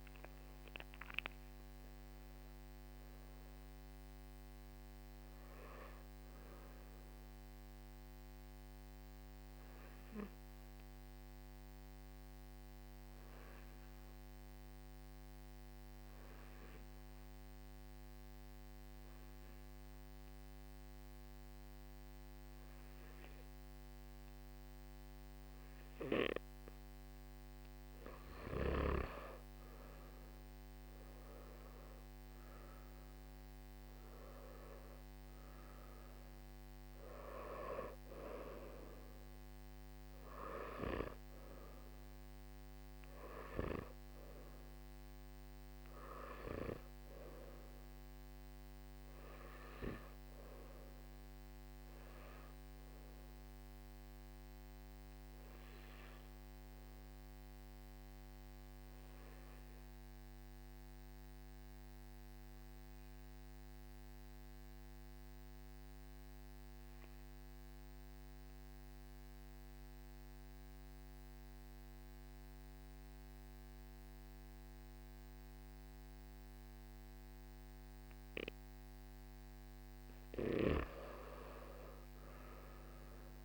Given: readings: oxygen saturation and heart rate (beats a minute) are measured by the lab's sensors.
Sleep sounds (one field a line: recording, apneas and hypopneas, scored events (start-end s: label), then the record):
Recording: breathing in sleep by a microphone on the trachea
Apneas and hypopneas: 2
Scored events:
0.00-17.00 s: oxygen desaturation (device-marked, oxygen 91% lowest, heart rate 54 extreme)
7.50-26.00 s: obstructive apnea (oxygen 98% before, 89% lowest, heart rate 62 before, 54 extreme, up 13 after)
32.00-53.00 s: oxygen desaturation (device-marked, oxygen 98% before, 89% lowest, heart rate 58 before, 52 extreme)
54.50-79.00 s: obstructive apnea (oxygen 97% before, 87% lowest, heart rate 58 before, 53 extreme, up 10 after)
74.00-83.45 s: oxygen desaturation (device-marked, oxygen 98% before, 87% lowest, heart rate 56 before, 54 extreme)
From the record:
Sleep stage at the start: N1 (lightest sleep)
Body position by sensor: on the back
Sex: male